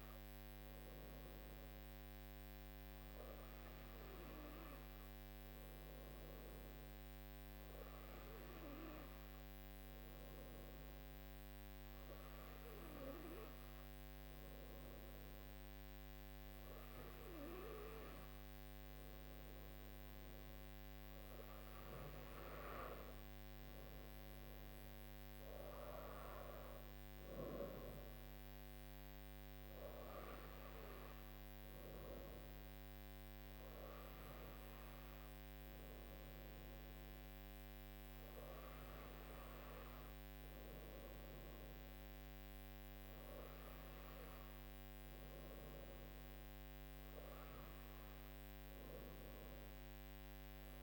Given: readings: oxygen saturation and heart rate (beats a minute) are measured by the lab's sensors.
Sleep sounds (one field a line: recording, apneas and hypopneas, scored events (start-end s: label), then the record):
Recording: breathing in sleep by a microphone on the trachea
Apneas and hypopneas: none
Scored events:
none scored
From the record:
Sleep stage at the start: N2 (light sleep)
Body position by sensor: on the right side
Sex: female